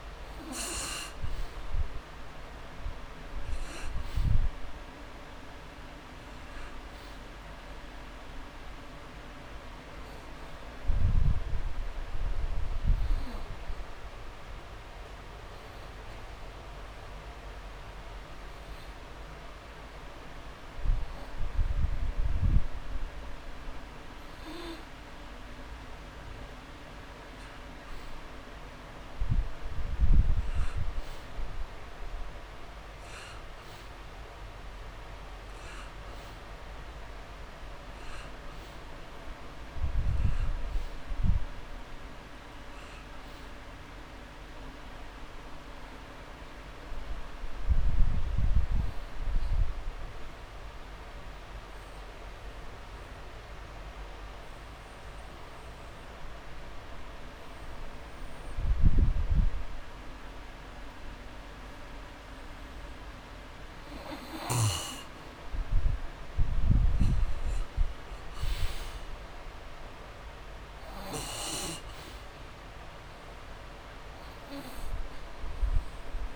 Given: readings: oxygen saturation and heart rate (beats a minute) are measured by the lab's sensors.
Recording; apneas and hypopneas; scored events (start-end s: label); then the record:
breathing in sleep, hard to hear, by a room microphone; 2
0.00-25.00 s: oxygen desaturation (device-marked, oxygen 90% lowest)
11.50-13.50 s: long interval between heartbeats (device-marked)
12.00-26.00 s: hypopnea (oxygen 99% before, 90% lowest)
22.50-24.50 s: long interval between heartbeats (device-marked)
28.50-31.50 s: arousal
45.50-47.50 s: long interval between heartbeats (device-marked)
50.50-63.50 s: obstructive apnea (oxygen 98% before, 89% lowest)
66.00-69.00 s: arousal
73.00-76.36 s: oxygen desaturation (device-marked, oxygen 97% before, 89% lowest)
From the record:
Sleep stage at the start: N2 (light sleep); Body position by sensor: on the back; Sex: male